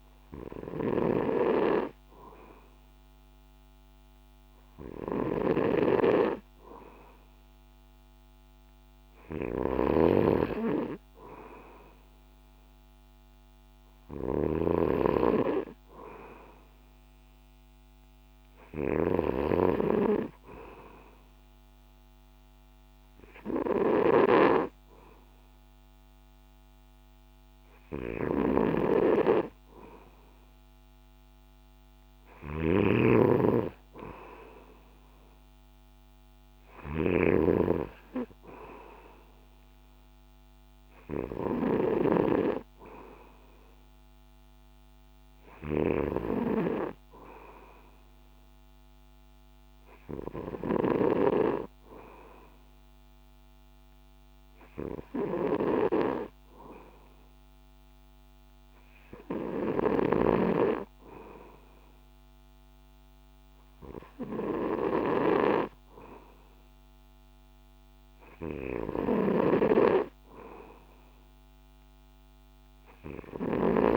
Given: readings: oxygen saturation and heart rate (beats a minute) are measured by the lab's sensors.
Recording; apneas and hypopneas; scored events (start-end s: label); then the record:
breathing in sleep by a microphone on the trachea; none
0.00-51.00 s: snoring (device-marked)
59.50-73.97 s: snoring (device-marked)
From the record:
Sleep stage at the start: N2 (light sleep); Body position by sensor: on the back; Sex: male